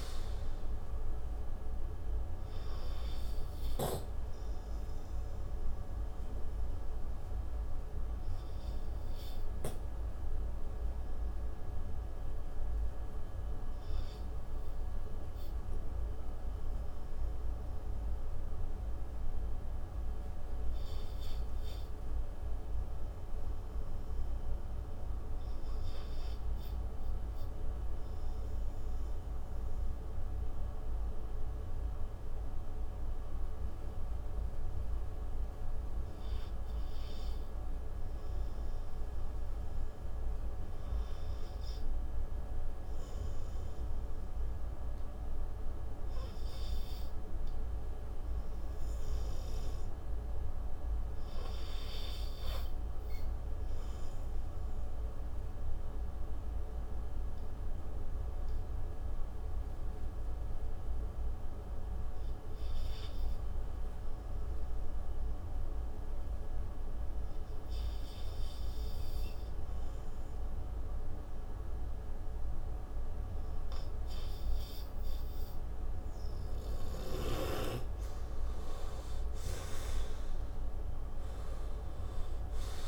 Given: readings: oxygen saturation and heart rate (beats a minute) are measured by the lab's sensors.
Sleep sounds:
breathing in sleep, hard to hear, by a room microphone; 2
0.00-24.50 s: oxygen desaturation (device-marked, oxygen 84% lowest)
7.50-36.00 s: obstructive apnea (oxygen 96% before, 79% lowest)
38.00-41.50 s: arousal
38.50-82.88 s: new sleep stage, REM sleep
45.50-52.50 s: oxygen desaturation (device-marked, oxygen 96% before, 91% lowest)
56.50-77.50 s: obstructive apnea (oxygen 97% before, 79% lowest)
63.50-77.50 s: oxygen desaturation (device-marked, oxygen 95% before, 81% lowest)
79.50-82.88 s: arousal
From the record:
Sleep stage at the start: N2 (light sleep); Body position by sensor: on the right side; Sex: male

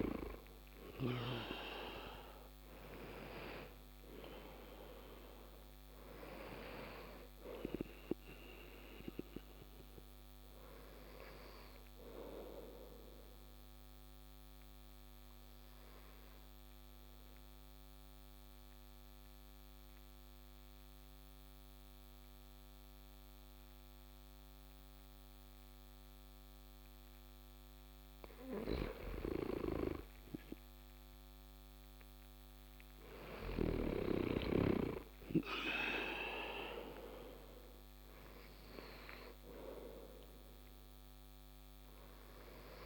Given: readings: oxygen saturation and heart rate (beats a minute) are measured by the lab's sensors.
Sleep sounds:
breathing in sleep by a microphone on the trachea; 1
0.00-1.00 s: arousal
12.00-27.50 s: obstructive apnea (oxygen 97% before, 91% lowest)
29.50-33.50 s: arousal
From the record:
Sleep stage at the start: N2 (light sleep); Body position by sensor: on the back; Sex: male

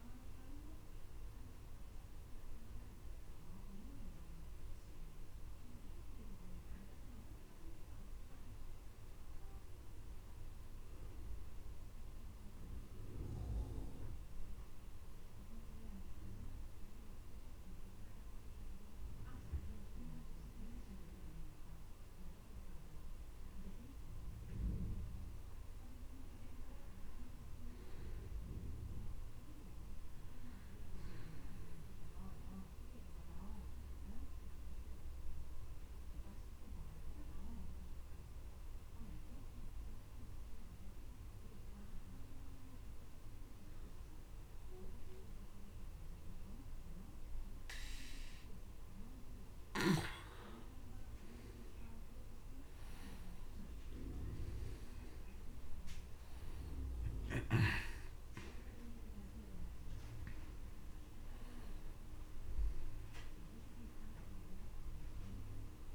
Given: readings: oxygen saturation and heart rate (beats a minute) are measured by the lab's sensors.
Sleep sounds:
breathing in sleep by a room microphone; 1
0.00-7.50 s: oxygen desaturation (device-marked, oxygen 89% lowest)
24.00-27.50 s: arousal
32.50-48.50 s: obstructive apnea (oxygen 99% before, 93% lowest, heart rate 44 before, 28 extreme, up 18 after)
51.50-56.00 s: arousal
55.50-65.95 s: oxygen desaturation (device-marked, oxygen 97% before, 93% lowest, heart rate 38 before, 27 extreme)
From the record:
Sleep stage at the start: N2 (light sleep); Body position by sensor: on the back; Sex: male

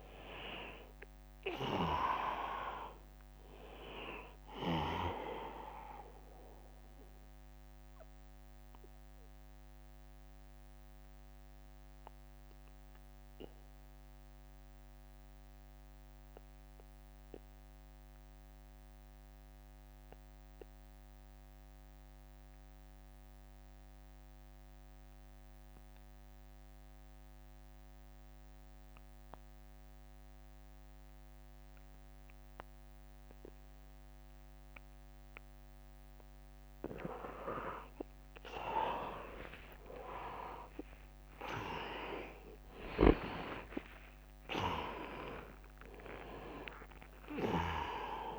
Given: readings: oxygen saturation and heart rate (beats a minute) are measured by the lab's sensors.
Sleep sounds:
breathing in sleep by a microphone on the trachea; 1
0.00-7.50 s: drop in pulse transit time (device-marked, heart rate 72 extreme)
0.00-21.50 s: oxygen desaturation (device-marked, oxygen 80% lowest, heart rate 70 extreme)
5.50-35.50 s: mixed apnea (oxygen 100% before, 80% lowest, heart rate 77 before, 67 extreme, up 5 after)
26.50-28.50 s: long interval between heartbeats (device-marked, heart rate 77 before, 78 extreme)
33.50-48.39 s: oxygen desaturation (device-marked, oxygen 100% before, 82% lowest, heart rate 77 before, 59 extreme)
38.00-42.50 s: arousal
41.50-47.50 s: tachycardia (device-marked, heart rate 78 before, 120 extreme)
42.50-48.39 s: drop in pulse transit time (device-marked, heart rate 78 before, 70 extreme)
43.00-45.00 s: long interval between heartbeats (device-marked, heart rate 78 before, 81 extreme)
45.50-47.50 s: long interval between heartbeats (device-marked, heart rate 81 before, 120 extreme)
From the record:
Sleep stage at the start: N2 (light sleep); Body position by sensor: on the back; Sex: male

